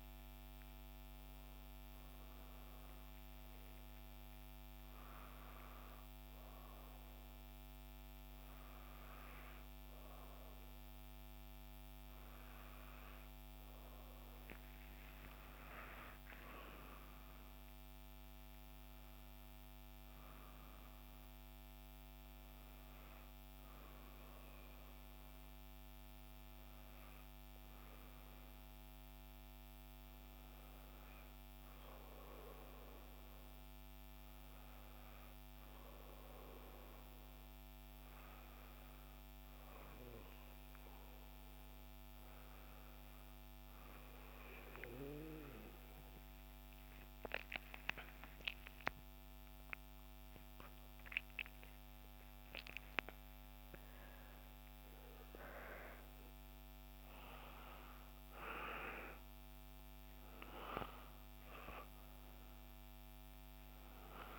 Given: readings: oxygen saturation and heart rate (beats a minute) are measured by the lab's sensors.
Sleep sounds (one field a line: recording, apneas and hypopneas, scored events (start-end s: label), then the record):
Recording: a person awake in a sleep study, by a microphone on the trachea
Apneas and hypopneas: none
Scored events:
none scored
From the record:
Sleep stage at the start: awake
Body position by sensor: on the back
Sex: female